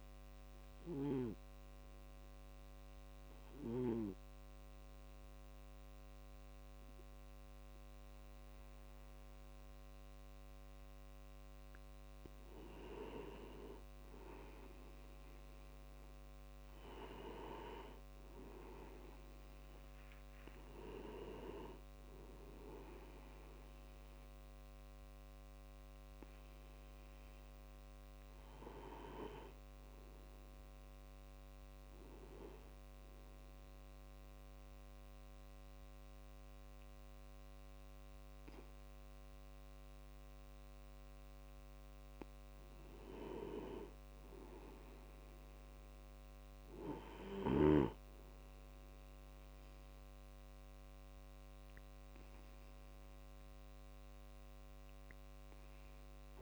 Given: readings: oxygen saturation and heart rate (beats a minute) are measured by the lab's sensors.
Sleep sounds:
breathing in sleep by a microphone on the trachea; 2
0.00-8.50 s: oxygen desaturation (device-marked, oxygen 90% lowest, heart rate 118 extreme)
0.00-56.42 s: tachycardia (device-marked, heart rate 214 extreme)
0.50-12.00 s: obstructive apnea (oxygen 97% before, 90% lowest, heart rate 119 before, 119 extreme, up 3 after)
14.50-18.50 s: arousal
33.00-43.00 s: obstructive apnea (oxygen 97% before, 94% lowest, heart rate 142 before, 126 extreme, up 40 after)
46.00-49.50 s: arousal
From the record:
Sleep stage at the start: N2 (light sleep); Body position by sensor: on the back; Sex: male

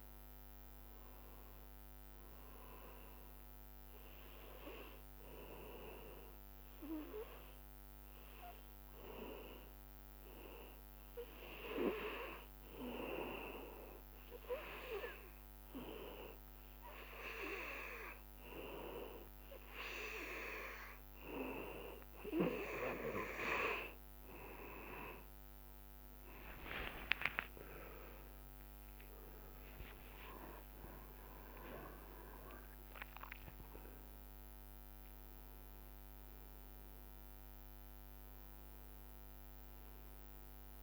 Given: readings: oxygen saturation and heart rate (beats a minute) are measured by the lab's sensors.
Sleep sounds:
breathing in sleep by a microphone on the trachea; 1
0.00-16.00 s: oxygen desaturation (device-marked, oxygen 92% lowest, heart rate 59 extreme)
7.50-23.00 s: obstructive apnea (oxygen 99% before, 92% lowest, heart rate 62 before, 63 extreme, up 12 after)
27.00-29.00 s: long interval between heartbeats (device-marked, heart rate 65 before, 74 extreme)
27.00-32.50 s: arousal
29.00-40.83 s: oxygen desaturation (device-marked, oxygen 98% before, 93% lowest, heart rate 66 before, 57 extreme)
From the record:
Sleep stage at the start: N2 (light sleep); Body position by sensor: on the back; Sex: male

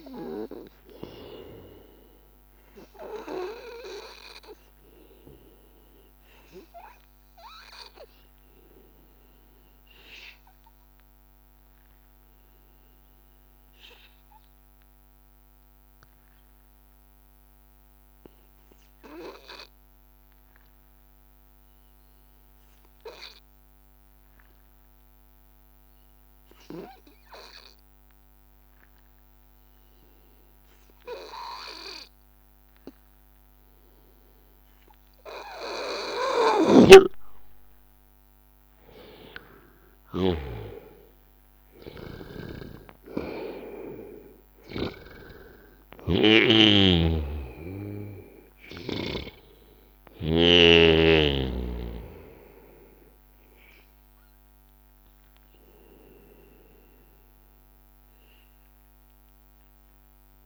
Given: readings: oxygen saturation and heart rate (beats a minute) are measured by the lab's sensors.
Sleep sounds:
breathing in sleep by a microphone on the trachea; 1
0.00-21.00 s: oxygen desaturation (device-marked, oxygen 89% lowest, heart rate 83 extreme)
15.50-37.00 s: hypopnea (oxygen 95% before, 89% lowest, heart rate 84 before, 83 extreme, up 3 after)
30.00-60.46 s: oxygen desaturation (device-marked, oxygen 98% before, 89% lowest, heart rate 84 before, 82 extreme)
38.50-41.50 s: arousal
46.50-51.00 s: snoring (device-marked)
47.50-49.50 s: long interval between heartbeats (device-marked, heart rate 84 before, 87 extreme)
From the record:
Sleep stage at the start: N2 (light sleep); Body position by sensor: on the back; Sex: male

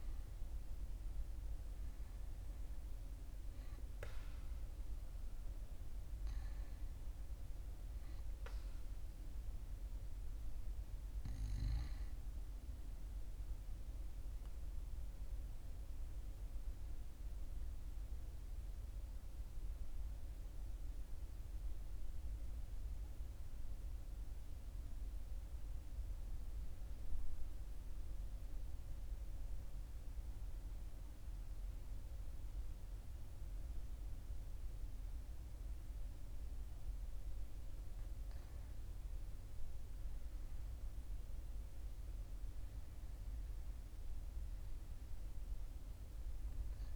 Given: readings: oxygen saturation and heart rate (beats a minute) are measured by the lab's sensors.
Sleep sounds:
breathing in sleep, hard to hear, by a room microphone; 1
0.00-15.00 s: oxygen desaturation (device-marked, oxygen 88% lowest, heart rate 42 extreme)
18.00-38.00 s: mixed apnea (oxygen 99% before, 96% lowest, heart rate 44 before, 42 extreme, up 2 after)
41.50-46.50 s: arousal
From the record:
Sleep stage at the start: REM sleep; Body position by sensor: on the right side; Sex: male

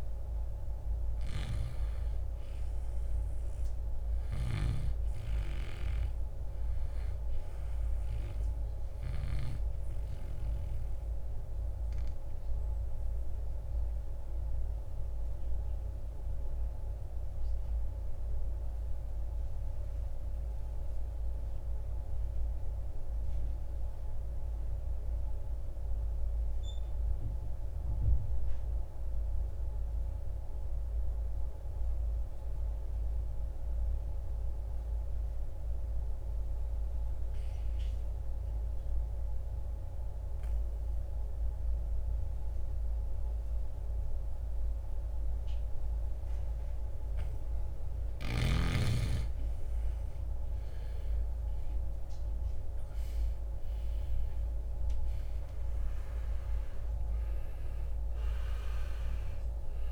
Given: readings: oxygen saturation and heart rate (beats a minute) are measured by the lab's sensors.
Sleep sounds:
breathing in sleep, hard to hear, by a room microphone; 1
1.00-4.50 s: snoring (device-marked)
7.00-39.00 s: oxygen desaturation (device-marked, oxygen 97% before, 88% lowest, heart rate 67 before, 40 extreme)
12.00-47.50 s: obstructive apnea (oxygen 98% before, 81% lowest, heart rate 66 before, 40 extreme, up 17 after)
48.50-53.50 s: arousal
From the record:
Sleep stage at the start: N2 (light sleep); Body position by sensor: on the right side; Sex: male

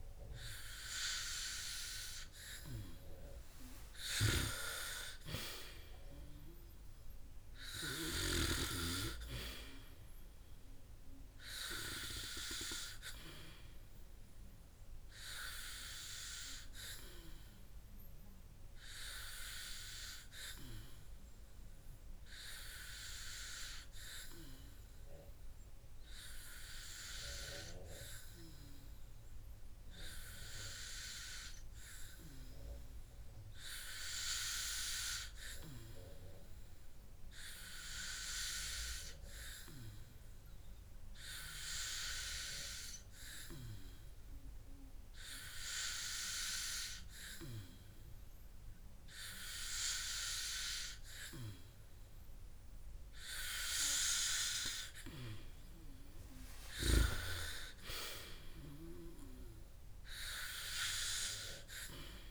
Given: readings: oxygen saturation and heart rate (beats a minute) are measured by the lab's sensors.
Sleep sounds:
breathing in sleep by a room microphone; 1
7.00-10.50 s: arousal
17.00-52.50 s: hypopnea (oxygen 97% before, 94% lowest, heart rate 63 before, 52 extreme, up 12 after)
57.50-60.50 s: arousal
From the record:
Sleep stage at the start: N2 (light sleep); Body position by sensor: on the back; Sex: male

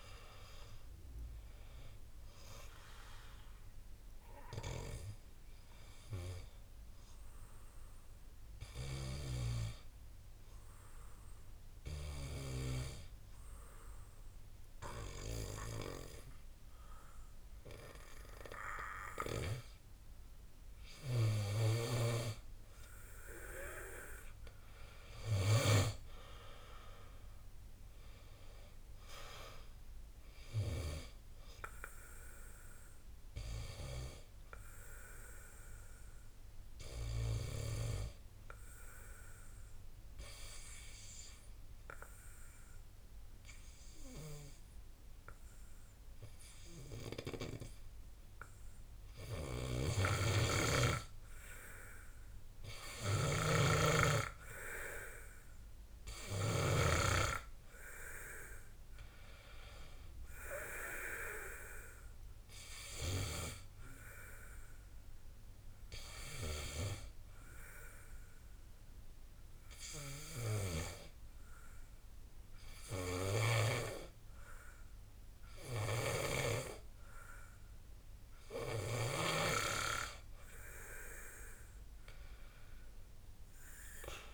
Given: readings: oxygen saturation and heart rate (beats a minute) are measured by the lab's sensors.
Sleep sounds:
breathing in sleep by a room microphone; 3
0.00-9.50 s: oxygen desaturation (device-marked, oxygen 91% lowest, heart rate 56 extreme)
4.00-19.00 s: obstructive apnea (oxygen 94% before, 87% lowest, heart rate 63 before, 53 extreme, up 7 after)
22.50-26.00 s: arousal
28.50-51.50 s: oxygen desaturation (device-marked, oxygen 96% before, 89% lowest, heart rate 59 before, 52 extreme)
35.00-49.50 s: obstructive apnea (oxygen 96% before, 87% lowest, heart rate 61 before, 52 extreme, up 5 after)
50.50-57.00 s: snoring (device-marked)
52.50-55.50 s: arousal
60.50-80.50 s: oxygen desaturation (device-marked, oxygen 96% before, 87% lowest, heart rate 59 before, 52 extreme)
64.50-78.00 s: obstructive apnea (oxygen 96% before, 87% lowest, heart rate 60 before, 53 extreme, up 16 after)
81.00-84.34 s: arousal
From the record:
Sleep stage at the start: N2 (light sleep); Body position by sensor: on the back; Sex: male

